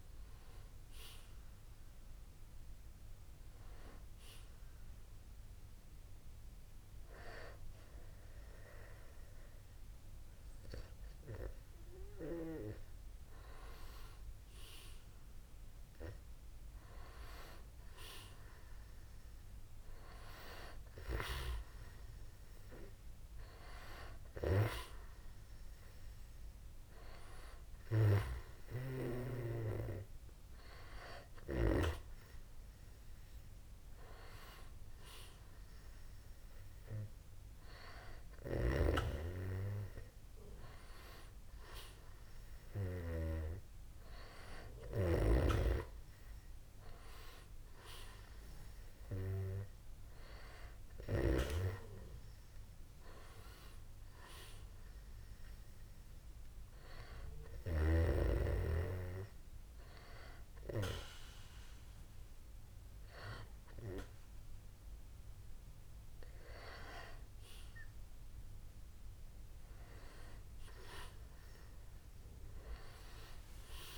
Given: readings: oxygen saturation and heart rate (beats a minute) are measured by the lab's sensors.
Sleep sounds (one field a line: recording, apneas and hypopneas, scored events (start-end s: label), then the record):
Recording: breathing in sleep by a room microphone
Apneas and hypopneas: 2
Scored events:
3.50-13.50 s: hypopnea (oxygen 93% before, 89% lowest, heart rate 70 before, 60 extreme, up 0 after)
16.00-19.50 s: arousal
21.00-32.00 s: oxygen desaturation (device-marked, oxygen 93% before, 89% lowest, heart rate 62 before, 52 extreme)
37.50-42.50 s: snoring (device-marked)
56.00-67.00 s: hypopnea (oxygen 93% before, 90% lowest, heart rate 60 before, 52 extreme, up 18 after)
70.00-73.98 s: arousal
From the record:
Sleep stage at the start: N2 (light sleep)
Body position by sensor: on the back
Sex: male